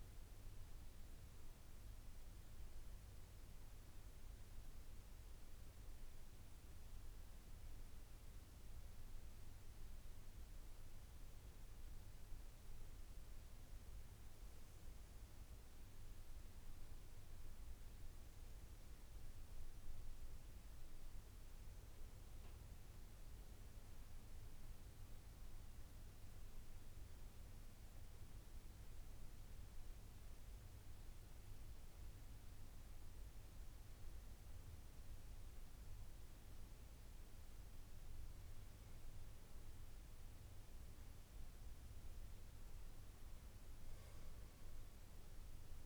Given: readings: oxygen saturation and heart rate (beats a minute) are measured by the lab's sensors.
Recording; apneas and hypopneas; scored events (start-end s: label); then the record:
breathing in sleep, hard to hear, by a room microphone; 2
0.50-11.50 s: central apnea (oxygen 94% before, 90% lowest, heart rate 85 before, 75 extreme, up 11 after)
14.00-17.00 s: arousal
19.00-36.00 s: oxygen desaturation (device-marked, oxygen 95% before, 90% lowest, heart rate 81 before, 67 extreme)
24.00-35.00 s: obstructive apnea (oxygen 95% before, 90% lowest, heart rate 81 before, 67 extreme, up 6 after)
37.50-41.00 s: arousal
44.00-45.86 s: oxygen desaturation (device-marked, oxygen 95% before, 90% lowest, heart rate 80 before, 64 extreme)
From the record:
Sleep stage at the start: N2 (light sleep); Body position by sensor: on the back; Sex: male